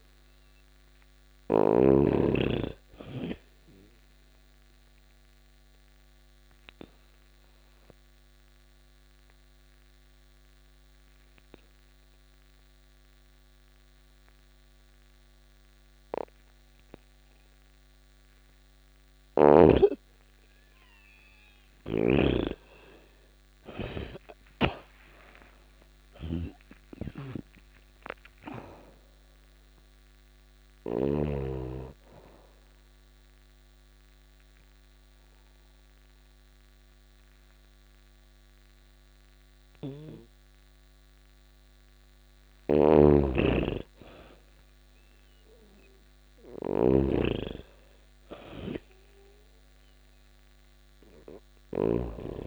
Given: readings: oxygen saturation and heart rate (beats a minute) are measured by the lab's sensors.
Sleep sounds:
breathing in sleep by a microphone on the trachea; 2
0.00-1.00 s: snoring (device-marked)
3.00-18.00 s: obstructive apnea (oxygen 98% before, 86% lowest)
6.50-16.50 s: oxygen desaturation (device-marked, oxygen 97% before, 90% lowest)
22.50-41.50 s: oxygen desaturation (device-marked, oxygen 97% before, 86% lowest)
23.50-27.50 s: arousal
26.00-30.50 s: snoring (device-marked)
31.50-41.50 s: obstructive apnea (oxygen 97% before, 86% lowest)
41.50-52.46 s: snoring (device-marked)
43.50-47.50 s: arousal
From the record:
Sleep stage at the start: N2 (light sleep); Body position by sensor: on the back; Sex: female

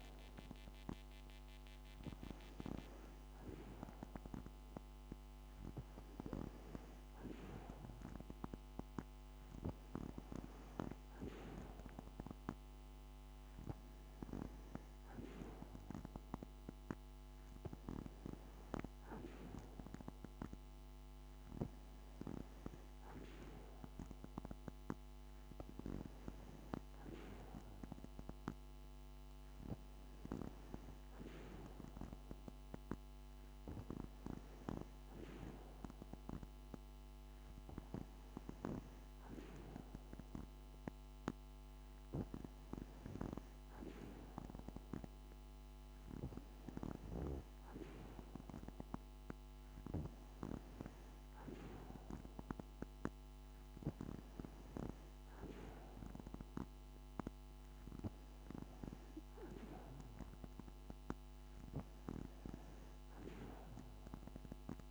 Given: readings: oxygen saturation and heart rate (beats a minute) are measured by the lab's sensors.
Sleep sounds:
breathing in sleep by a microphone on the trachea; none
none scored
From the record:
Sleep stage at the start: N2 (light sleep); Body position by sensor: on the back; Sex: female

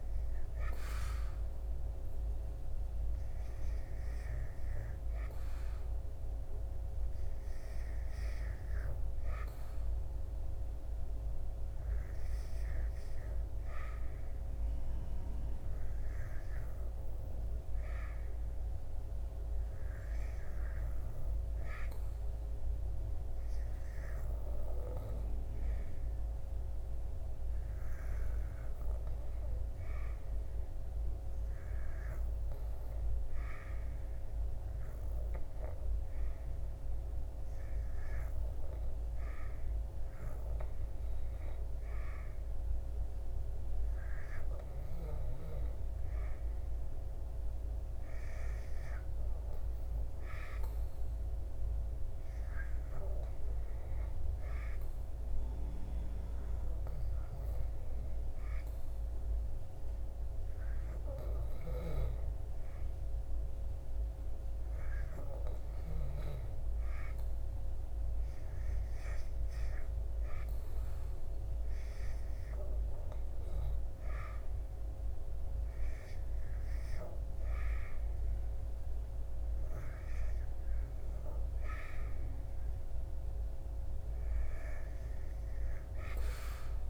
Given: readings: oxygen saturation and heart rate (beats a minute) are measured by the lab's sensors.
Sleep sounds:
breathing in sleep by a room microphone; 2
22.50-37.00 s: hypopnea (oxygen 97% before, 91% lowest, heart rate 76 before, 76 extreme, up 5 after)
39.50-43.00 s: arousal
46.50-76.50 s: oxygen desaturation (device-marked, oxygen 97% before, 92% lowest, heart rate 78 before, 76 extreme)
54.00-66.00 s: hypopnea (oxygen 97% before, 91% lowest, heart rate 79 before, 76 extreme, up 2 after)
67.50-71.50 s: arousal
From the record:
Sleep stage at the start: REM sleep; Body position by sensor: on the back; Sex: male

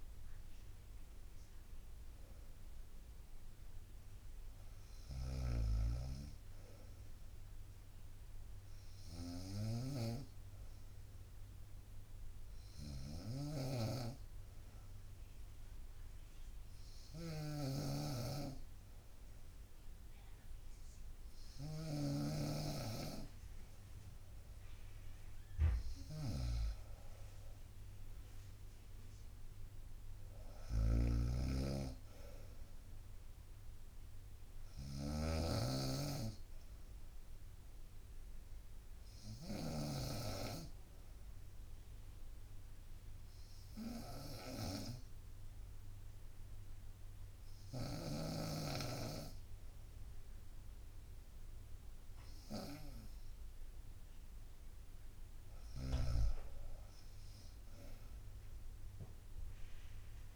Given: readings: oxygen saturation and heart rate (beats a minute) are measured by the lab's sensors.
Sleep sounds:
breathing in sleep by a room microphone; 2
0.00-1.00 s: arousal
0.00-10.00 s: drop in pulse transit time (device-marked, heart rate 63 extreme)
5.00-56.00 s: snoring (device-marked)
11.50-24.50 s: obstructive apnea (oxygen 96% before, 92% lowest, heart rate 64 before, 62 extreme, up 3 after)
27.50-31.50 s: arousal
28.00-39.00 s: drop in pulse transit time (device-marked, heart rate 65 before, 63 extreme)
39.50-53.50 s: obstructive apnea (oxygen 96% before, 92% lowest, heart rate 66 before, 63 extreme, up 3 after)
55.00-60.36 s: drop in pulse transit time (device-marked, heart rate 64 before, 65 extreme)
From the record:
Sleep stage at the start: N2 (light sleep); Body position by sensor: on the right side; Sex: female

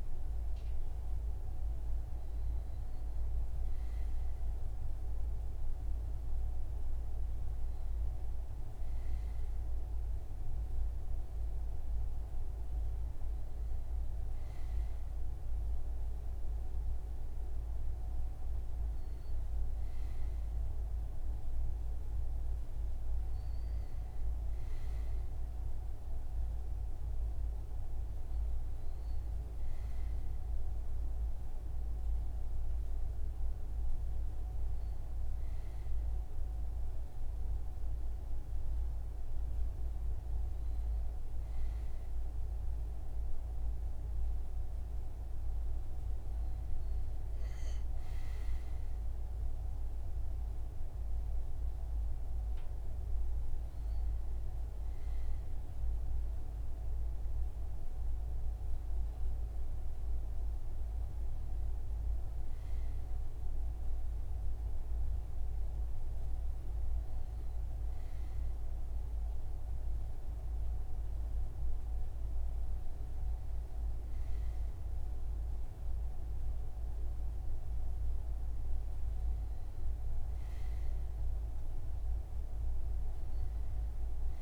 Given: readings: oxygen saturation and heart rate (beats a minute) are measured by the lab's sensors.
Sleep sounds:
breathing in sleep, hard to hear, by a room microphone; none
none scored
From the record:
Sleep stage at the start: N2 (light sleep); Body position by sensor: on the front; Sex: male

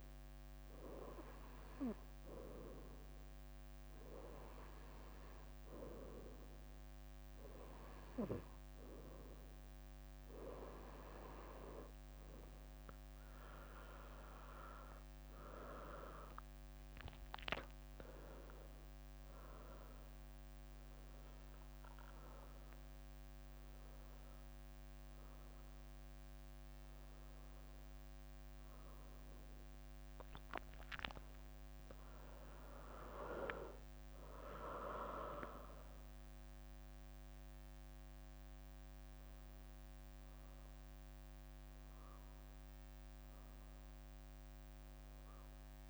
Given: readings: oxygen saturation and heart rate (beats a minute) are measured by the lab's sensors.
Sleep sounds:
breathing in sleep by a microphone on the trachea; none
1.50-9.00 s: leg movement (device-marked)
11.00-12.50 s: leg movement (device-marked)
11.50-45.90 s: new sleep stage, N1 (lightest sleep)
13.50-15.50 s: leg movement (device-marked)
17.50-20.00 s: leg movement (device-marked)
20.00-23.00 s: leg movement (device-marked)
30.00-37.00 s: leg movement (device-marked)
32.00-35.50 s: arousal
39.50-45.50 s: leg movement (device-marked)
From the record:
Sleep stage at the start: N2 (light sleep); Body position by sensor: on the right side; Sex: female

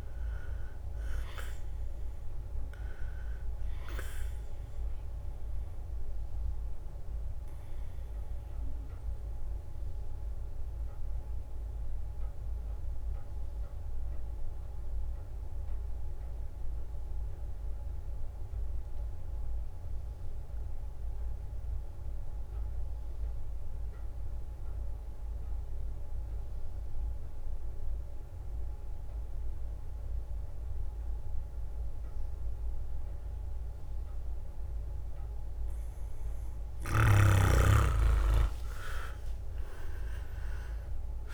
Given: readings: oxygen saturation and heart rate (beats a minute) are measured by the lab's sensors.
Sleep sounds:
breathing in sleep by a room microphone; 1
0.00-5.00 s: drop in pulse transit time (device-marked, heart rate 64 extreme)
0.00-13.00 s: oxygen desaturation (device-marked, oxygen 91% lowest, heart rate 61 extreme)
8.00-36.50 s: obstructive apnea (oxygen 99% before, 90% lowest, heart rate 70 before, 61 extreme, up 11 after)
33.00-41.34 s: oxygen desaturation (device-marked, oxygen 99% before, 93% lowest, heart rate 63 before, 60 extreme)
36.00-41.34 s: drop in pulse transit time (device-marked, heart rate 64 before, 64 extreme)
37.50-41.34 s: arousal
38.50-41.34 s: leg movement (device-marked)
From the record:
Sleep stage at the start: N2 (light sleep); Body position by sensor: on the back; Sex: male

